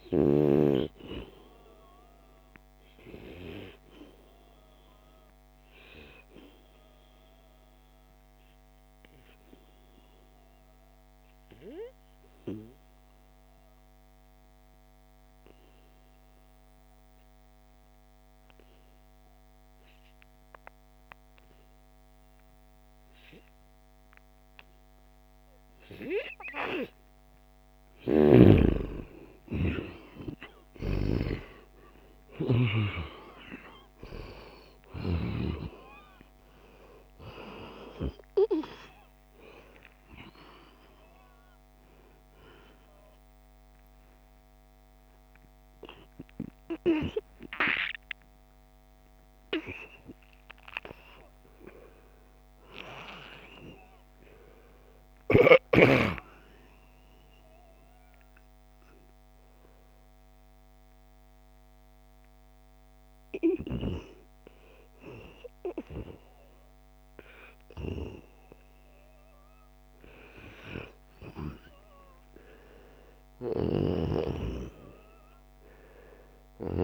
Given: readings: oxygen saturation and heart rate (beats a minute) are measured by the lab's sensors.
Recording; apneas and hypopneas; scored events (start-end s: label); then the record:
breathing in sleep by a microphone on the trachea; 2
0.50-2.50 s: long interval between heartbeats (device-marked, heart rate 83 before, 83 extreme)
4.50-28.00 s: obstructive apnea (oxygen 94% before, 88% lowest, heart rate 83 before, 71 extreme, up 21 after)
28.00-32.50 s: snoring (device-marked)
28.50-58.50 s: oxygen desaturation (device-marked, oxygen 96% before, 88% lowest, heart rate 76 before, 82 extreme)
29.00-31.00 s: long interval between heartbeats (device-marked, heart rate 76 before, 80 extreme)
29.50-32.50 s: arousal
33.00-35.00 s: long interval between heartbeats (device-marked, heart rate 76 before, 88 extreme)
40.50-42.50 s: long interval between heartbeats (device-marked, heart rate 81 before, 99 extreme)
43.00-45.00 s: long interval between heartbeats (device-marked, heart rate 83 before, 120 extreme)
48.00-50.00 s: long interval between heartbeats (device-marked, heart rate 101 before, 176 extreme)
51.50-54.50 s: arousal
55.50-70.50 s: hypopnea (oxygen 94% before, 90% lowest, heart rate 121 before, 73 extreme)
72.00-76.84 s: arousal
73.50-76.84 s: snoring (device-marked)
From the record:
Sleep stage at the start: N2 (light sleep); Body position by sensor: on the back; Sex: male